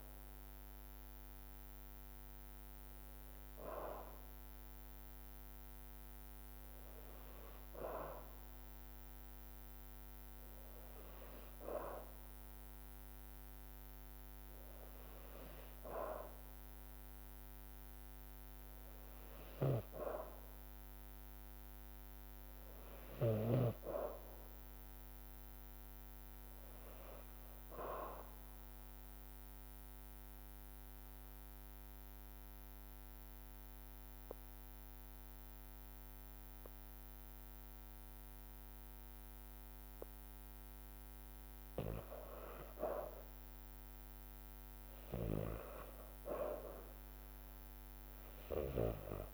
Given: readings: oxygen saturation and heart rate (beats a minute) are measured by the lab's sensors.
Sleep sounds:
breathing in sleep by a microphone on the trachea; 1
28.50-49.34 s: oxygen desaturation (device-marked, oxygen 95% before, 92% lowest, heart rate 55 before, 55 extreme)
29.50-41.50 s: obstructive apnea (oxygen 96% before, 85% lowest, heart rate 55 before, 55 extreme, up 1 after)
30.50-46.50 s: drop in pulse transit time (device-marked, heart rate 55 before, 55 extreme)
44.50-48.00 s: arousal
From the record:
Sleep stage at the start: N2 (light sleep); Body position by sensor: on the back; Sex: female

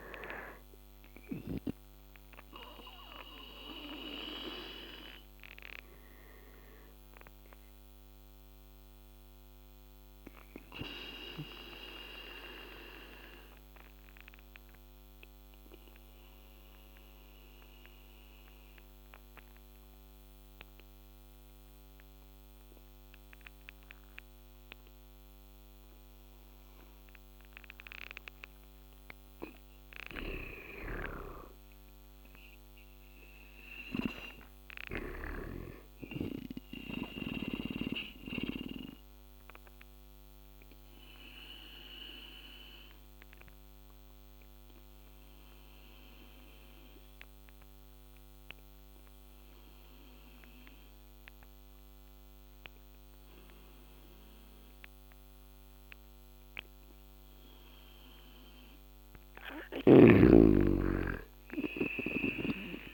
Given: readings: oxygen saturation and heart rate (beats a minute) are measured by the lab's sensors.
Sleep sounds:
breathing in sleep by a microphone on the trachea; 2
0.00-15.50 s: oxygen desaturation (device-marked, oxygen 95% lowest, heart rate 70 extreme)
8.00-27.00 s: obstructive apnea (oxygen 100% before, 92% lowest, heart rate 91 before, 70 extreme, up 11 after)
29.50-35.00 s: snoring (device-marked)
30.00-34.00 s: arousal
33.50-58.50 s: oxygen desaturation (device-marked, oxygen 99% before, 92% lowest, heart rate 74 before, 70 extreme)
39.50-56.50 s: obstructive apnea (oxygen 99% before, 92% lowest, heart rate 76 before, 70 extreme, up 5 after)
59.00-62.93 s: snoring (device-marked)
60.00-62.93 s: arousal
From the record:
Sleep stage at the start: N2 (light sleep); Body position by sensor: on the back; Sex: male

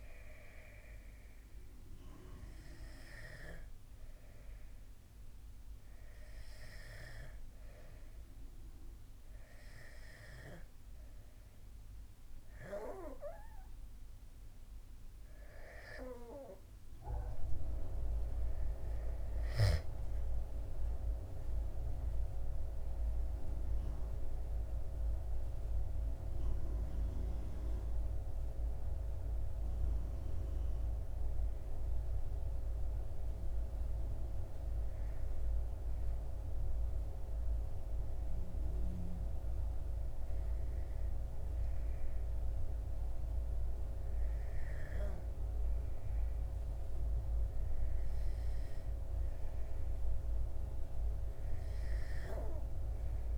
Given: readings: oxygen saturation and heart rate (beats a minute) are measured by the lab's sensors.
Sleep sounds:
breathing in sleep by a room microphone; none
none scored
From the record:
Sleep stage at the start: N2 (light sleep); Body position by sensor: on the back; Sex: male

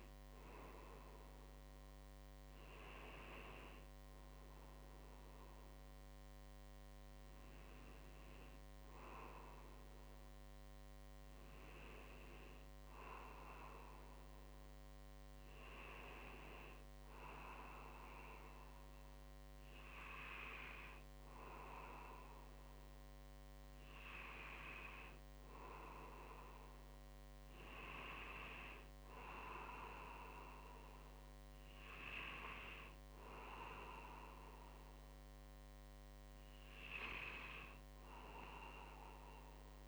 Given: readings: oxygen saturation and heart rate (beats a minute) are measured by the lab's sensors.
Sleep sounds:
breathing in sleep by a microphone on the trachea; none
14.50-39.88 s: new sleep stage, N2 (light sleep)
From the record:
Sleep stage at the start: N1 (lightest sleep); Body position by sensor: on the front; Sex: male

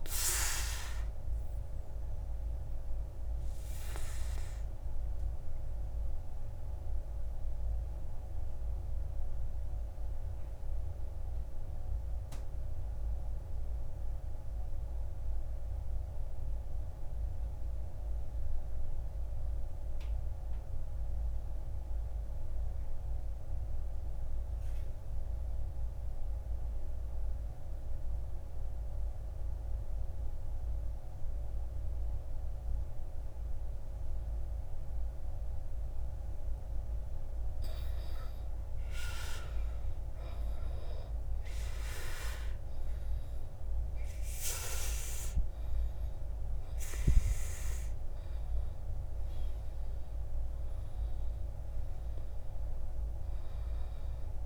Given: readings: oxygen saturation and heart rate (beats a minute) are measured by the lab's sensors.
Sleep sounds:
breathing in sleep by a room microphone; 1
1.50-37.00 s: obstructive apnea (oxygen 97% before, 80% lowest, heart rate 62 before, 52 extreme, up 12 after)
7.00-19.00 s: oxygen desaturation (device-marked, oxygen 96% before, 89% lowest, heart rate 62 before, 52 extreme)
35.00-54.46 s: oxygen desaturation (device-marked, oxygen 99% before, 80% lowest, heart rate 56 before, 51 extreme)
39.00-43.50 s: arousal
From the record:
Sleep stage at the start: N2 (light sleep); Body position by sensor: on the back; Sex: male

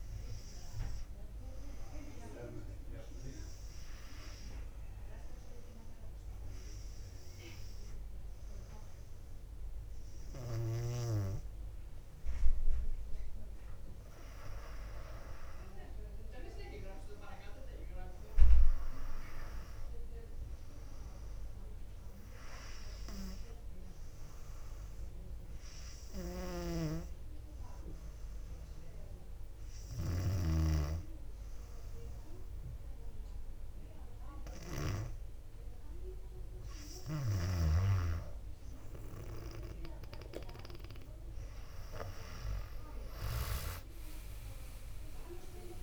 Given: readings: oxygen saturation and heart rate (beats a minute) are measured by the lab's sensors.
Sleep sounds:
breathing in sleep by a room microphone; 2
3.00-13.00 s: hypopnea (oxygen 98% before, 95% lowest, heart rate 62 before, 55 extreme, up 3 after)
16.00-19.50 s: arousal
25.00-37.50 s: hypopnea (oxygen 99% before, 95% lowest, heart rate 57 before, 57 extreme, up 5 after)
26.00-35.00 s: snoring (device-marked)
43.00-45.83 s: arousal
44.50-45.83 s: oxygen desaturation (device-marked, oxygen 98% before, 95% lowest, heart rate 60 before, 57 extreme)
From the record:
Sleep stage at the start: N2 (light sleep); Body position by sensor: on the back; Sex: female

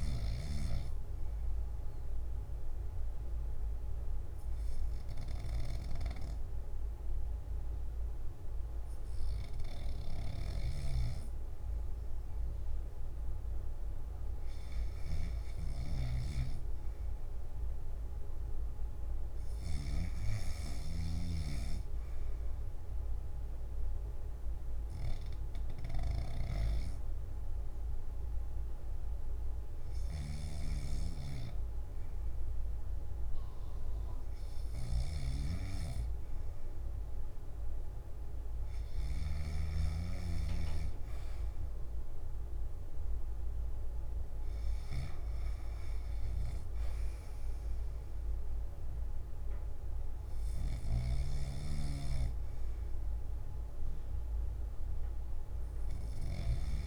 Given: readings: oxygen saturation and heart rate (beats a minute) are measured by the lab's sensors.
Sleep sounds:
breathing in sleep by a room microphone; 1
0.00-19.50 s: oxygen desaturation (device-marked, oxygen 88% lowest, heart rate 52 extreme)
24.00-34.50 s: obstructive apnea (oxygen 92% before, 86% lowest, heart rate 59 before, 56 extreme, up 9 after)
33.50-52.50 s: oxygen desaturation (device-marked, oxygen 90% before, 86% lowest, heart rate 58 before, 64 extreme)
From the record:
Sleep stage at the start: N2 (light sleep); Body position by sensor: on the back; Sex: male

